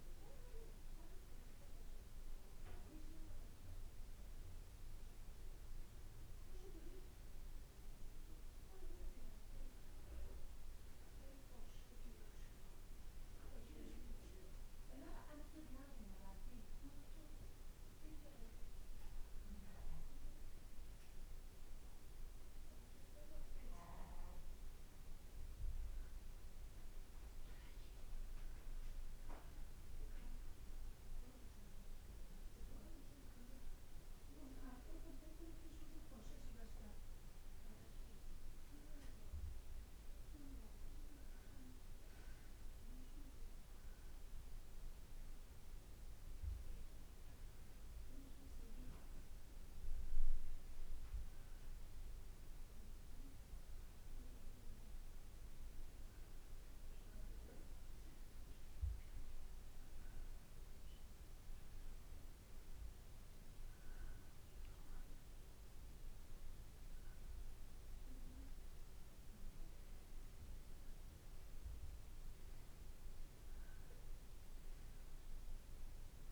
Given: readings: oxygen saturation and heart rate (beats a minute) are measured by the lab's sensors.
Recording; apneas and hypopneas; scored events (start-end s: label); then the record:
breathing in sleep by a room microphone; none
none scored
From the record:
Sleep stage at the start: N2 (light sleep); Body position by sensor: on the back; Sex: male